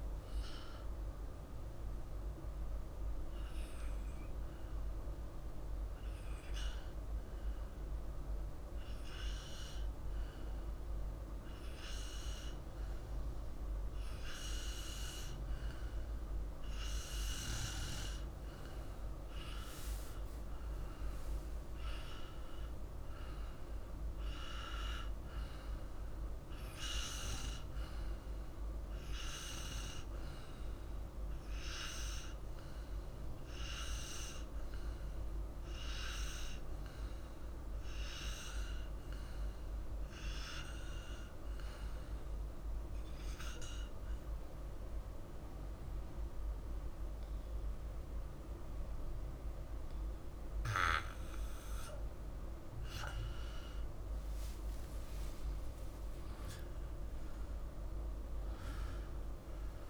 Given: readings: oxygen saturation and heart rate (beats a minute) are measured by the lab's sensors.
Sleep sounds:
breathing in sleep by a room microphone; 2
0.00-3.50 s: arousal
5.00-16.00 s: hypopnea (oxygen 98% before, 90% lowest, heart rate 54 before, 50 extreme, up 2 after)
19.00-23.00 s: arousal
40.00-52.50 s: obstructive apnea (oxygen 97% before, 90% lowest, heart rate 52 before, 50 extreme, up 19 after)
54.00-57.50 s: arousal
From the record:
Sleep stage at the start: N2 (light sleep); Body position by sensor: on the back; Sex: male

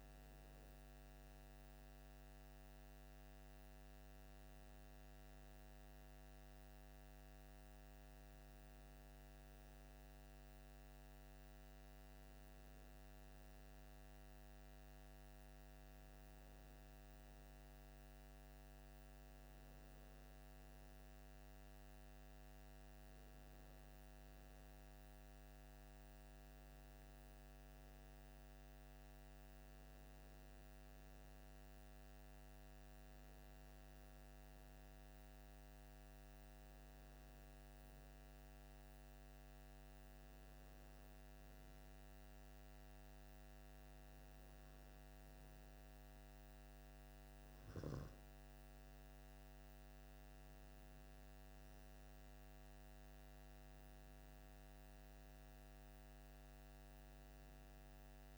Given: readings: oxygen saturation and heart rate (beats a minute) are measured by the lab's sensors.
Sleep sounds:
breathing in sleep, hard to hear, by a microphone on the trachea; none
none scored
From the record:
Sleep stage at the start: N2 (light sleep); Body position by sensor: on the left side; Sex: male

